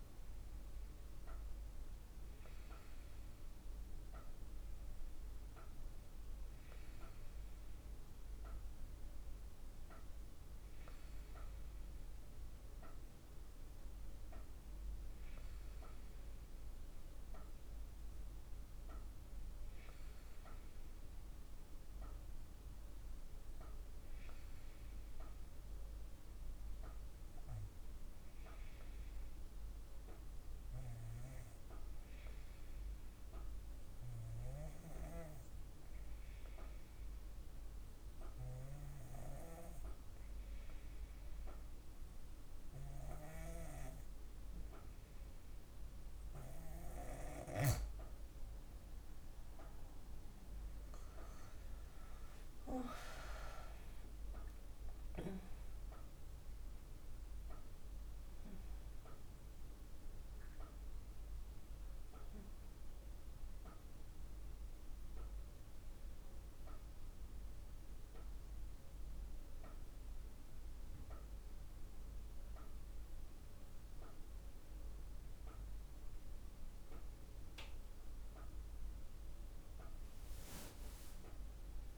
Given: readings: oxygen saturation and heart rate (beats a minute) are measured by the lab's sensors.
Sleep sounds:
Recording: breathing in sleep by a room microphone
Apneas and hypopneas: 1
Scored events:
0.00-3.00 s: arousal
6.00-45.50 s: obstructive apnea (oxygen 96% before, 92% lowest, heart rate 54 before, 51 extreme, up 11 after)
48.00-52.50 s: arousal
51.50-62.50 s: oxygen desaturation (device-marked, oxygen 95% before, 92% lowest, heart rate 54 before, 49 extreme)
80.00-81.98 s: arousal
From the record:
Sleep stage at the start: N2 (light sleep)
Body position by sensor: on the back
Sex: female

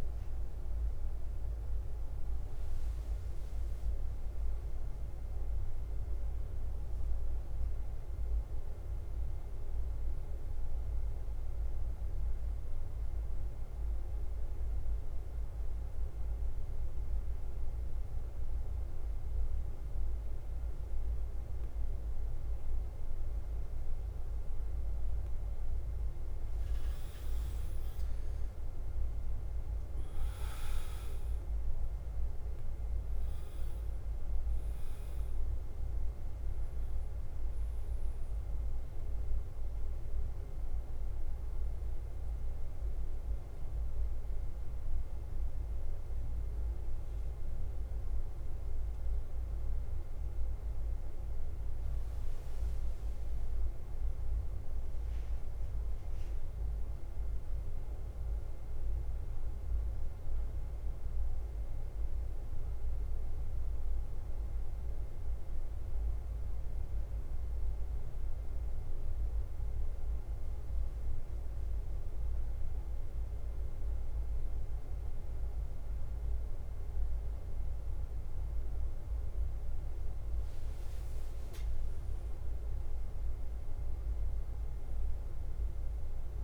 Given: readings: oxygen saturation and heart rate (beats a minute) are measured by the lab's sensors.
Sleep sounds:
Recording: breathing in sleep, hard to hear, by a room microphone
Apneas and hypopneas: 2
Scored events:
0.00-11.00 s: oxygen desaturation (device-marked, oxygen 94% lowest, heart rate 50 extreme)
0.00-86.44 s: bradycardia (device-marked, heart rate 41 extreme)
7.50-26.00 s: mixed apnea (oxygen 98% before, 93% lowest, heart rate 53 before, 50 extreme, up 3 after)
28.50-33.00 s: arousal
33.00-70.00 s: oxygen desaturation (device-marked, oxygen 99% before, 93% lowest, heart rate 51 before, 51 extreme)
48.50-71.00 s: hypopnea (oxygen 99% before, 93% lowest, heart rate 53 before, 51 extreme, up 1 after)
73.00-76.50 s: arousal
From the record:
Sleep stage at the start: N2 (light sleep)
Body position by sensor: on the back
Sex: male

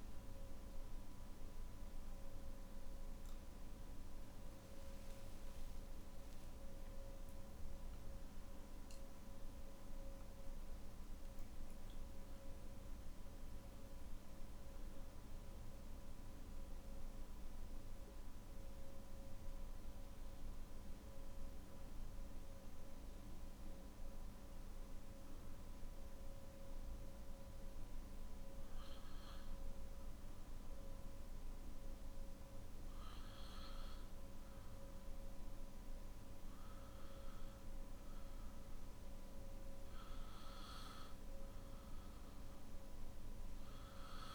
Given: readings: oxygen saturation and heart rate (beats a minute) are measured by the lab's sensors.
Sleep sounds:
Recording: breathing in sleep, hard to hear, by a room microphone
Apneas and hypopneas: 1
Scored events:
21.50-35.00 s: obstructive apnea (oxygen 96% before, 95% lowest, heart rate 60 before, 52 extreme, up 4 after)
From the record:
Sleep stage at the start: N3 (deep sleep)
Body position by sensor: on the back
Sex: male

